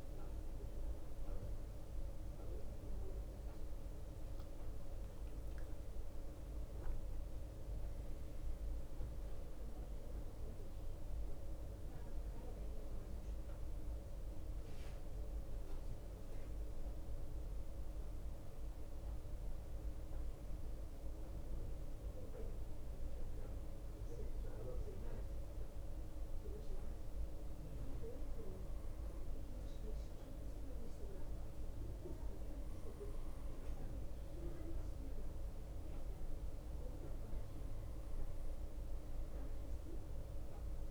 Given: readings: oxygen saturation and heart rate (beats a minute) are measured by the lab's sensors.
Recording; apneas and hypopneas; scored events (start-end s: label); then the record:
breathing in sleep, hard to hear, by a room microphone; none
0.00-3.50 s: arousal
0.00-6.00 s: drop in pulse transit time (device-marked)
0.00-40.91 s: bradycardia (device-marked)
0.50-2.50 s: long interval between heartbeats (device-marked)
3.00-5.00 s: long interval between heartbeats (device-marked)
6.50-8.50 s: long interval between heartbeats (device-marked)
11.50-13.50 s: long interval between heartbeats (device-marked)
18.50-20.50 s: long interval between heartbeats (device-marked)
23.00-30.00 s: drop in pulse transit time (device-marked)
28.00-30.00 s: long interval between heartbeats (device-marked)
33.00-35.00 s: long interval between heartbeats (device-marked)
37.50-39.50 s: long interval between heartbeats (device-marked)
From the record:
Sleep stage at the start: N2 (light sleep); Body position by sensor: on the right side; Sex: male